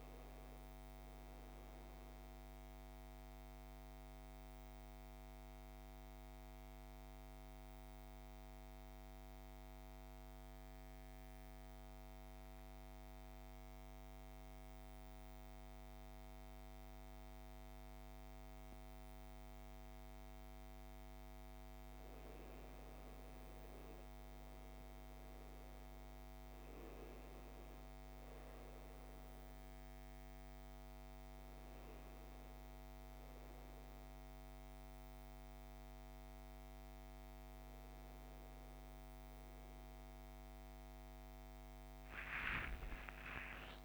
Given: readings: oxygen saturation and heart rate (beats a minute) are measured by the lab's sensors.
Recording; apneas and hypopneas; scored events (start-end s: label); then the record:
a person partly awake in a sleep study, hard to hear, by a microphone on the trachea; 1
0.00-11.50 s: oxygen desaturation (device-marked, oxygen 87% lowest, heart rate 55 extreme)
0.50-30.50 s: new sleep stage, N2 (light sleep)
1.50-20.00 s: central apnea (oxygen 99% before, 87% lowest, heart rate 60 before, 55 extreme, up 13 after)
30.50-43.85 s: new sleep stage, awake
33.50-43.85 s: oxygen desaturation (device-marked, oxygen 97% before, 87% lowest, heart rate 62 before, 56 extreme)
From the record:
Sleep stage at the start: N1 (lightest sleep); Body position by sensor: on the right side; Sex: male